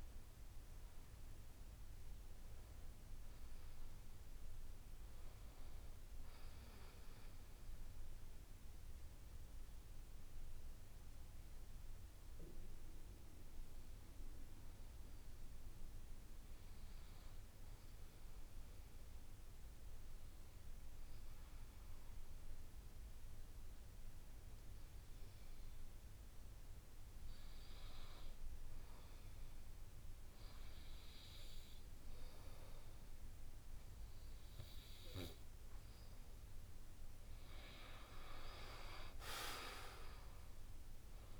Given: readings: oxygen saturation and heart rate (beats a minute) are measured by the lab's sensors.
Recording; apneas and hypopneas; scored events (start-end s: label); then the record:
breathing in sleep by a room microphone; 1
2.00-5.50 s: arousal
6.00-41.40 s: oxygen desaturation (device-marked, oxygen 95% before, 88% lowest, heart rate 73 before, 68 extreme)
10.00-34.00 s: hypopnea (oxygen 97% before, 87% lowest, heart rate 73 before, 69 extreme, up 5 after)
18.00-41.40 s: new sleep stage, N2 (light sleep)
36.00-39.00 s: arousal
From the record:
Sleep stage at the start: N1 (lightest sleep); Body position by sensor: on the back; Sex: male